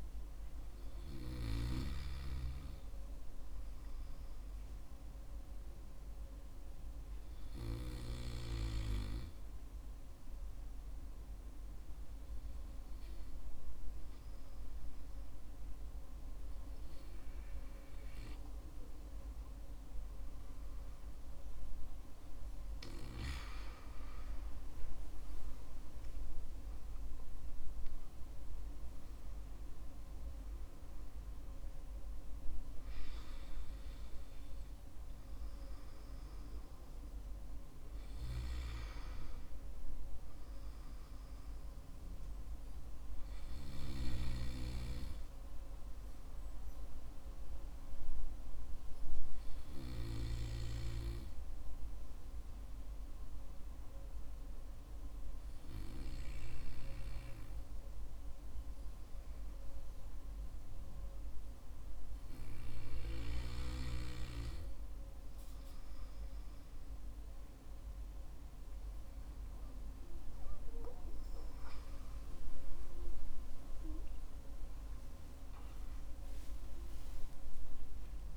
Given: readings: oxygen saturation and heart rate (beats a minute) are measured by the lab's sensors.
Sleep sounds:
breathing in sleep by a room microphone; 2
2.50-21.50 s: hypopnea (oxygen 95% before, 93% lowest, heart rate 62 before, 54 extreme, up 7 after)
25.50-29.50 s: arousal
45.50-68.00 s: hypopnea (oxygen 96% before, 93% lowest, heart rate 61 before, 52 extreme, up 12 after)
75.00-78.37 s: arousal
From the record:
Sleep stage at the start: N2 (light sleep); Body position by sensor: on the back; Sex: male

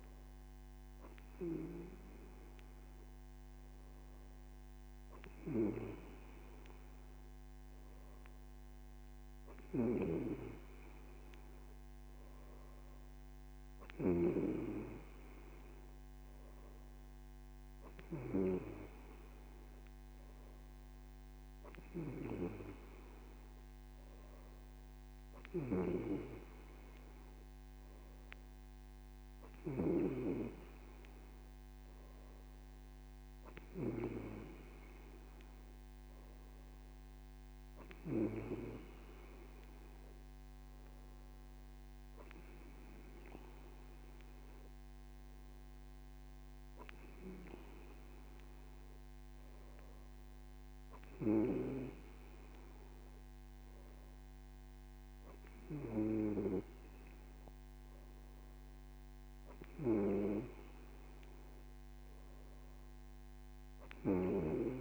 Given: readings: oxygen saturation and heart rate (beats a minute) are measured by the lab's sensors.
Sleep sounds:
breathing in sleep by a microphone on the trachea; none
none scored
From the record:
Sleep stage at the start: N3 (deep sleep); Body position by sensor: on the right side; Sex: male

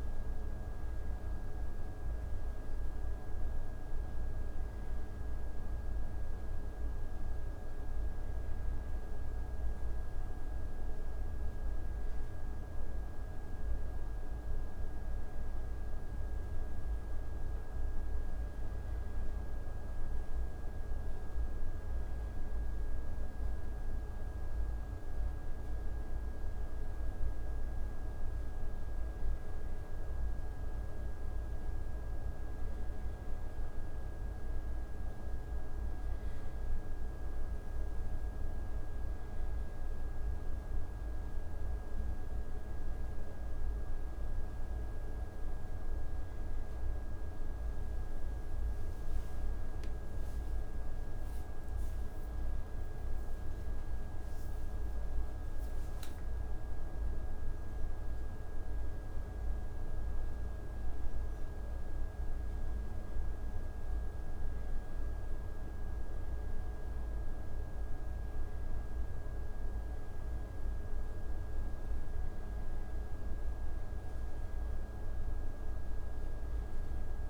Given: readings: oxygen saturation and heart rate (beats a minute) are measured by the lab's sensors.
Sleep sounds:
breathing in sleep, hard to hear, by a room microphone; none
none scored
From the record:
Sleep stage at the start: N1 (lightest sleep); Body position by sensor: on the back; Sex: male

